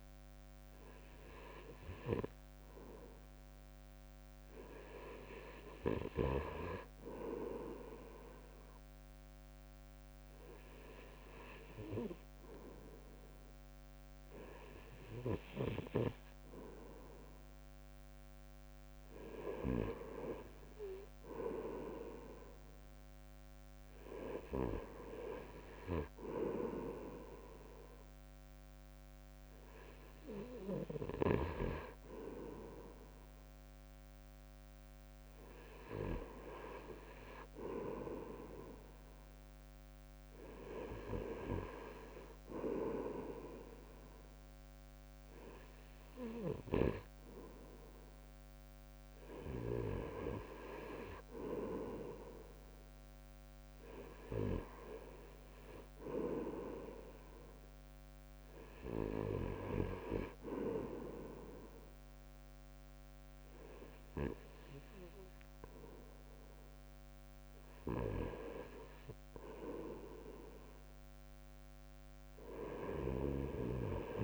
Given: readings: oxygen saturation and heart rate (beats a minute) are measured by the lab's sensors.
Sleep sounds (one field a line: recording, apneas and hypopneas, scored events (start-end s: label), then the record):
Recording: breathing in sleep by a microphone on the trachea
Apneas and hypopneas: 1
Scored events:
0.00-6.50 s: oxygen desaturation (device-marked, oxygen 93% lowest, heart rate 59 extreme)
8.50-20.00 s: hypopnea (oxygen 97% before, 95% lowest, heart rate 61 before, 60 extreme, up 3 after)
23.00-27.00 s: arousal
From the record:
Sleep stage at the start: N2 (light sleep)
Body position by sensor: on the back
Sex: male